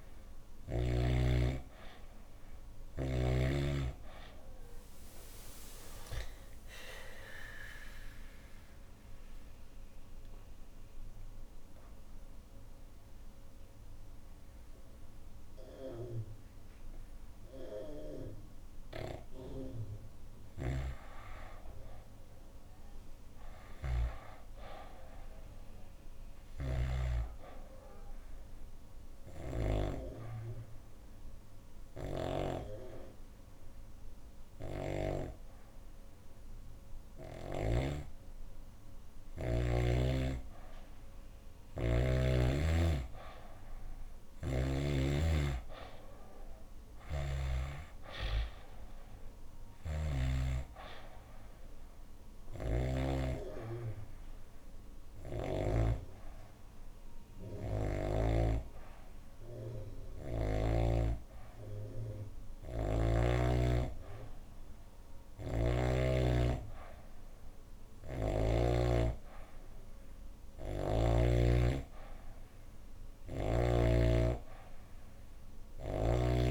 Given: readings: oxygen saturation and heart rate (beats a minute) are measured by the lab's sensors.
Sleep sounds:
breathing in sleep by a room microphone; 3
2.00-6.50 s: arousal
7.50-19.50 s: obstructive apnea (oxygen 93% before, 91% lowest, heart rate 79 before, 87 extreme, up 58 after)
20.00-24.00 s: snoring (device-marked)
22.50-25.50 s: arousal
26.00-29.50 s: snoring (device-marked)
28.50-39.50 s: obstructive apnea (oxygen 98% before, 91% lowest, heart rate 112 before, 106 extreme, up 50 after)
31.50-35.00 s: snoring (device-marked)
40.00-61.00 s: oxygen desaturation (device-marked, oxygen 97% before, 91% lowest, heart rate 122 before, 119 extreme)
43.00-46.50 s: arousal
52.00-55.50 s: snoring (device-marked)
52.00-63.00 s: hypopnea (oxygen 98% before, 91% lowest, heart rate 123 before, 97 extreme, up 57 after)
67.50-71.00 s: snoring (device-marked)
72.00-76.50 s: oxygen desaturation (device-marked, oxygen 96% before, 91% lowest, heart rate 152 before, 90 extreme)
From the record:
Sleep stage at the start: N2 (light sleep); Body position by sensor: on the back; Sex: female

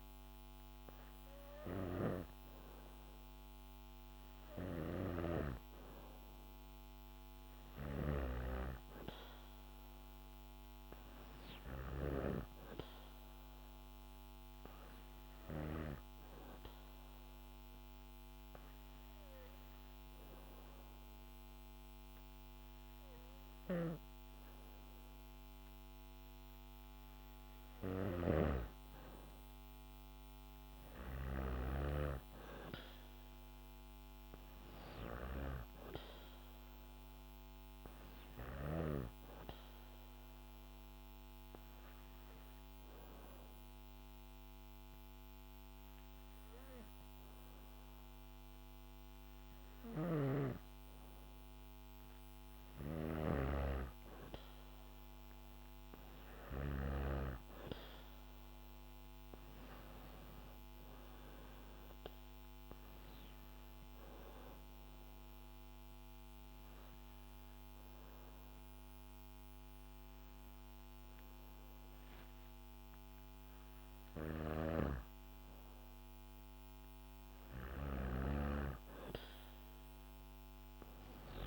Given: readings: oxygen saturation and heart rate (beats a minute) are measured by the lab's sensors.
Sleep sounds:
breathing in sleep by a microphone on the trachea; 3
7.50-12.00 s: snoring (device-marked)
17.00-27.00 s: obstructive apnea (oxygen 97% before, 94% lowest, heart rate 68 before, 66 extreme, up 4 after)
27.50-31.50 s: snoring (device-marked)
32.50-36.50 s: arousal
43.00-53.00 s: obstructive apnea (oxygen 97% before, 94% lowest, heart rate 69 before, 67 extreme, up 3 after)
49.50-57.00 s: snoring (device-marked)
57.00-60.50 s: arousal
63.50-74.50 s: obstructive apnea (oxygen 98% before, 93% lowest, heart rate 68 before, 64 extreme, up 2 after)
74.00-78.00 s: snoring (device-marked)
77.00-81.00 s: arousal
From the record:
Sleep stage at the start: N2 (light sleep); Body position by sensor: on the back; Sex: female

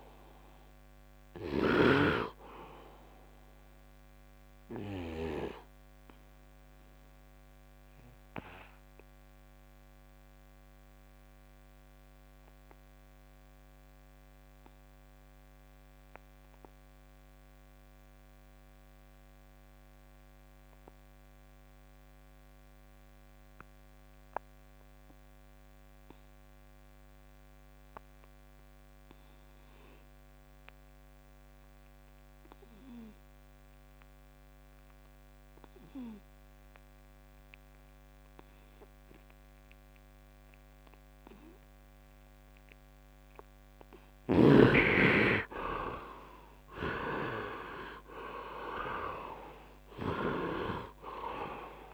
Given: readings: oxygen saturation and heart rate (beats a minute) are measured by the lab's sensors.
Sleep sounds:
breathing in sleep by a microphone on the trachea; 1
0.00-5.50 s: snoring (device-marked)
0.00-18.00 s: oxygen desaturation (device-marked, oxygen 76% lowest, heart rate 68 extreme)
4.00-43.50 s: obstructive apnea (oxygen 100% before, 68% lowest, heart rate 79 before, 67 extreme, up 9 after)
25.00-51.94 s: oxygen desaturation (device-marked, oxygen 100% before, 68% lowest, heart rate 72 before, 67 extreme)
46.00-49.50 s: arousal
From the record:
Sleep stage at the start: N2 (light sleep); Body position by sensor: on the right side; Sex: male

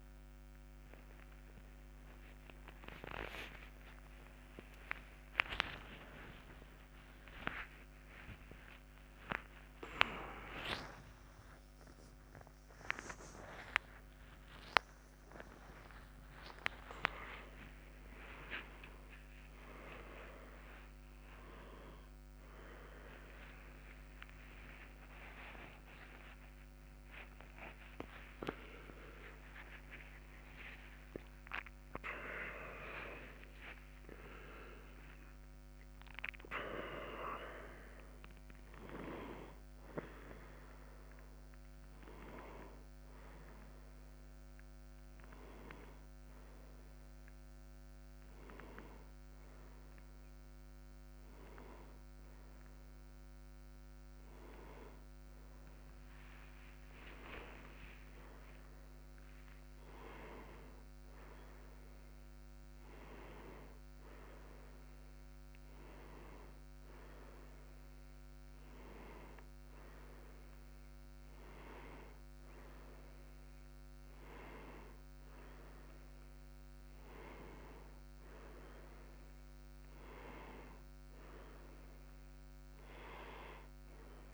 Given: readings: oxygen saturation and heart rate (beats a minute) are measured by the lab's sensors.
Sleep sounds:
a person partly awake in a sleep study, by a microphone on the trachea; none
28.00-84.34 s: new sleep stage, N1 (lightest sleep)
33.00-44.00 s: oxygen desaturation (device-marked, oxygen 98% before, 95% lowest)
53.50-57.50 s: arousal
73.00-83.00 s: oxygen desaturation (device-marked, oxygen 97% before, 93% lowest)
From the record:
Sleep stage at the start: awake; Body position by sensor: on the right side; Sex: male

